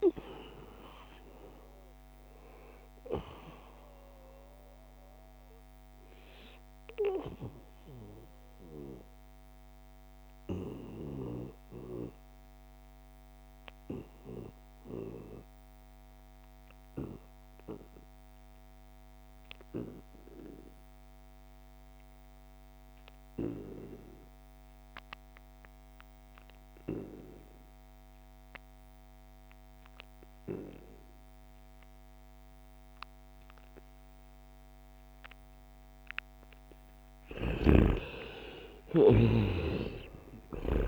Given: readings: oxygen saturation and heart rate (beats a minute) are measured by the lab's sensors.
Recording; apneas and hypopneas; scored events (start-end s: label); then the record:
breathing in sleep by a microphone on the trachea; 1
0.00-7.00 s: oxygen desaturation (device-marked, oxygen 87% lowest, heart rate 67 extreme)
5.00-36.50 s: obstructive apnea (oxygen 95% before, 87% lowest, heart rate 78 before, 63 extreme, up 15 after)
26.00-40.88 s: oxygen desaturation (device-marked, oxygen 97% before, 87% lowest, heart rate 74 before, 63 extreme)
37.00-40.88 s: snoring (device-marked)
38.00-40.88 s: arousal
From the record:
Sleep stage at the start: N2 (light sleep); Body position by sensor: on the right side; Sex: male